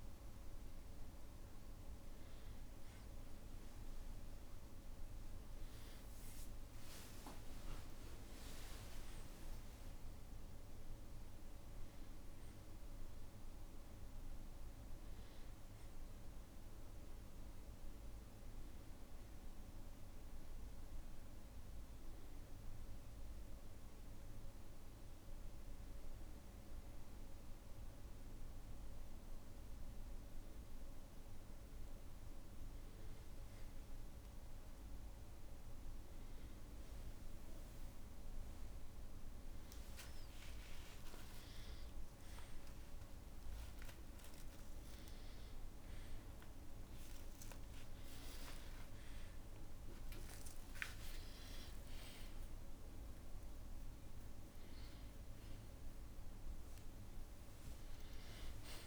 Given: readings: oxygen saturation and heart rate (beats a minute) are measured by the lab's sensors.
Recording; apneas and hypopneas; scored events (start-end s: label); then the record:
a person partly awake in a sleep study, hard to hear, by a room microphone; none
34.00-58.87 s: new sleep stage, awake
43.50-45.50 s: long interval between heartbeats (device-marked, heart rate 60 before, 68 extreme)
46.00-48.00 s: long interval between heartbeats (device-marked, heart rate 63 before, 90 extreme)
49.00-51.00 s: long interval between heartbeats (device-marked, heart rate 67 before, 96 extreme)
From the record:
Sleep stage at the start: N2 (light sleep); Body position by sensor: on the back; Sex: male